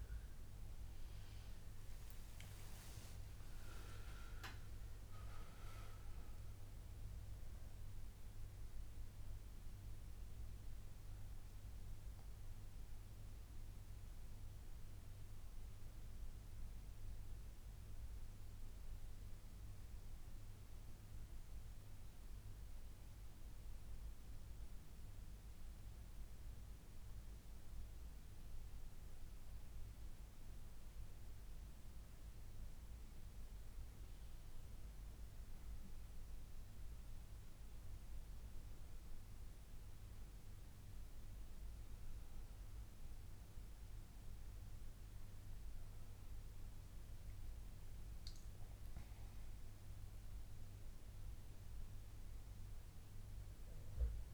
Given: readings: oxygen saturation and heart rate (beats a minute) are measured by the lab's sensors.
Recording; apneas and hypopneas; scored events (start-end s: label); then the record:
breathing in sleep, hard to hear, by a room microphone; 1
4.50-9.00 s: arousal
12.00-32.50 s: mixed apnea (oxygen 97% before, 93% lowest, heart rate 121 before, 141 extreme, up 1 after)
13.00-28.00 s: oxygen desaturation (device-marked, oxygen 97% before, 93% lowest, heart rate 123 before, 141 extreme)
48.00-54.34 s: arousal
From the record:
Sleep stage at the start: N1 (lightest sleep); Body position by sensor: on the back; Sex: male